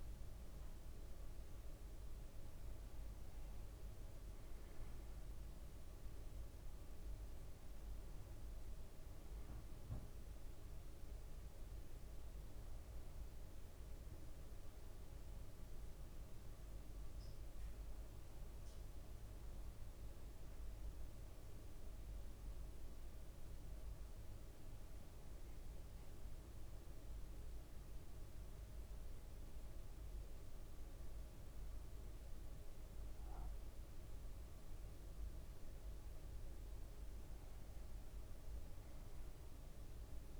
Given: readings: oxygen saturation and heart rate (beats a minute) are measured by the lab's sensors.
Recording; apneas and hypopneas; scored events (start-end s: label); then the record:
breathing in sleep, hard to hear, by a room microphone; none
none scored
From the record:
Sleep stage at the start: N2 (light sleep); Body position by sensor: on the back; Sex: male